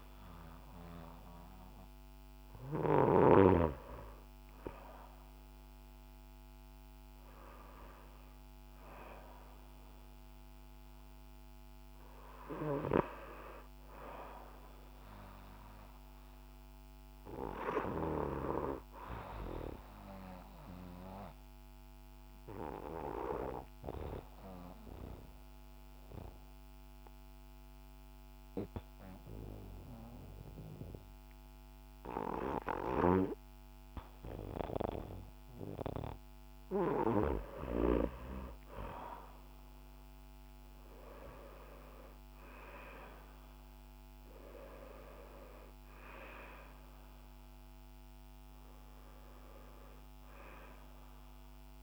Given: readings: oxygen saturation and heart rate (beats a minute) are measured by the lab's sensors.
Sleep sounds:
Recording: breathing in sleep by a microphone on the trachea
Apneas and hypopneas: 1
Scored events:
6.00-27.00 s: oxygen desaturation (device-marked, oxygen 95% before, 92% lowest, heart rate 55 before, 52 extreme)
17.00-36.00 s: obstructive apnea (oxygen 96% before, 89% lowest, heart rate 57 before, 52 extreme, up 5 after)
38.50-43.00 s: arousal
42.00-51.83 s: oxygen desaturation (device-marked, oxygen 94% before, 89% lowest, heart rate 55 before, 48 extreme)
From the record:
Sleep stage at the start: N2 (light sleep)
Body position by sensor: on the back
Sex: male

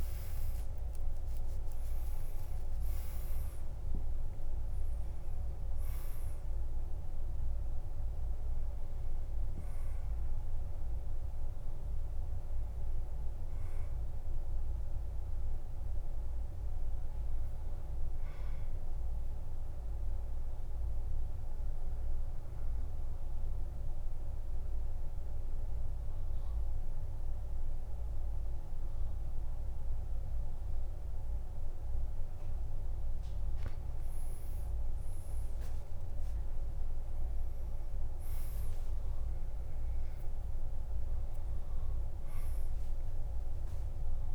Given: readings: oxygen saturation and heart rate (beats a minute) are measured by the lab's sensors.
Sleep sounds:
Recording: breathing in sleep, hard to hear, by a room microphone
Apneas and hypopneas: 1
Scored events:
0.00-28.00 s: oxygen desaturation (device-marked, oxygen 92% lowest, heart rate 48 extreme)
19.00-32.50 s: obstructive apnea (oxygen 98% before, 93% lowest, heart rate 60 before, 48 extreme, up 12 after)
39.00-44.35 s: new sleep stage, awake
41.00-44.35 s: oxygen desaturation (device-marked, oxygen 99% before, 95% lowest, heart rate 52 before, 52 extreme)
From the record:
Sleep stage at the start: N2 (light sleep)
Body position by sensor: on the back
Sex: male

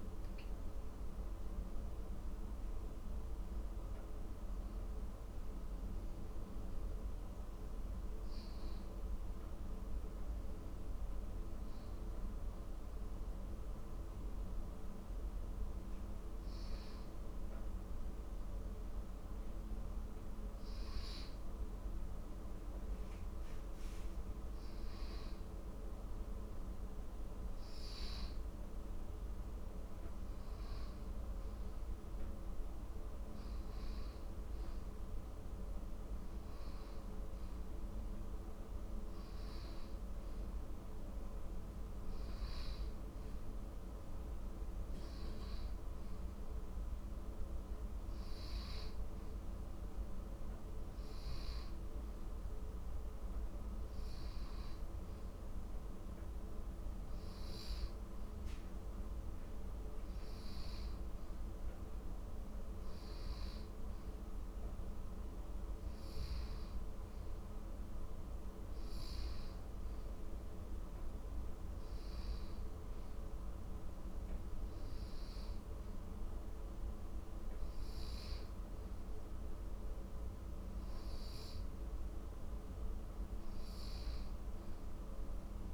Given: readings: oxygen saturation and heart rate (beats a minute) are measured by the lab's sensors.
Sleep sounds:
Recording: breathing in sleep, hard to hear, by a room microphone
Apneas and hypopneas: 1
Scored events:
10.00-23.50 s: hypopnea (oxygen 96% before, 95% lowest, heart rate 74 before, 59 extreme, up 11 after)
25.00-29.00 s: arousal
From the record:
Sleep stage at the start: N1 (lightest sleep)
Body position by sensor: on the back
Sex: male

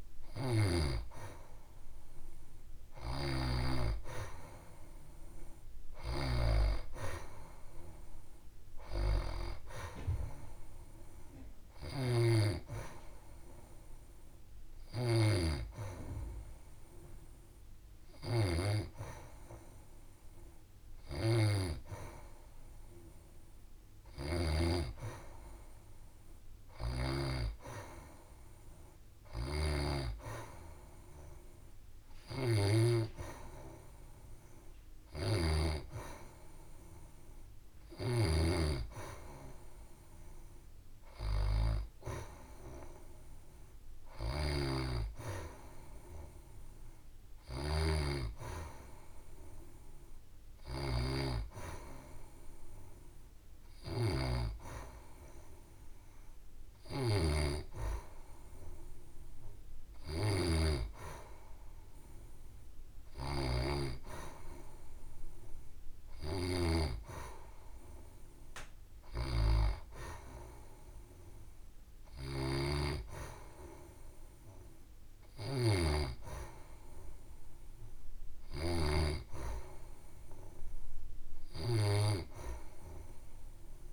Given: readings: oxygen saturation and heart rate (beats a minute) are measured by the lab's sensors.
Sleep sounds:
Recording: breathing in sleep by a room microphone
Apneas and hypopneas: none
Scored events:
0.00-2.50 s: oxygen desaturation (device-marked, oxygen 90% lowest, heart rate 69 extreme)
From the record:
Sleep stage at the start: N2 (light sleep)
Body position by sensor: on the back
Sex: female

